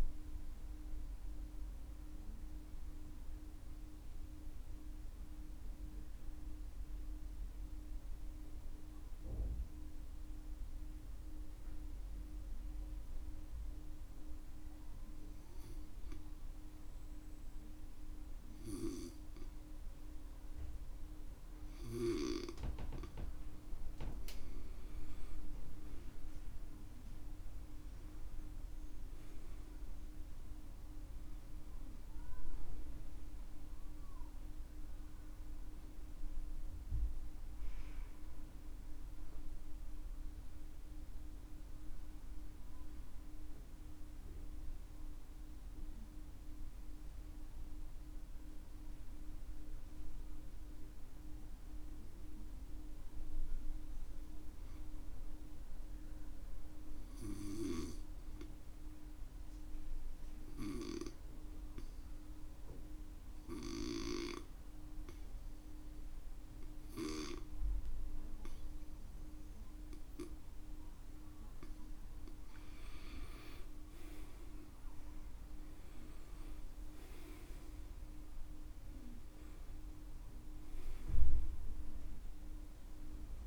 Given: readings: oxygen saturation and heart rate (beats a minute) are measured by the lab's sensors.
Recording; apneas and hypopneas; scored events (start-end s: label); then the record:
breathing in sleep by a room microphone; 2
3.50-16.50 s: oxygen desaturation (device-marked, oxygen 94% before, 91% lowest, heart rate 68 before, 56 extreme)
5.50-24.00 s: obstructive apnea (oxygen 95% before, 91% lowest, heart rate 68 before, 56 extreme, up 11 after)
29.00-33.00 s: arousal
32.50-49.50 s: oxygen desaturation (device-marked, oxygen 97% before, 92% lowest, heart rate 63 before, 56 extreme)
44.50-70.50 s: obstructive apnea (oxygen 97% before, 87% lowest, heart rate 64 before, 58 extreme, up 11 after)
51.50-62.50 s: oxygen desaturation (device-marked, oxygen 94% before, 91% lowest, heart rate 62 before, 60 extreme)
72.00-76.50 s: arousal
75.50-83.47 s: oxygen desaturation (device-marked, oxygen 97% before, 87% lowest, heart rate 63 before, 57 extreme)
From the record:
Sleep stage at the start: N2 (light sleep); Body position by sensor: on the back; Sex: male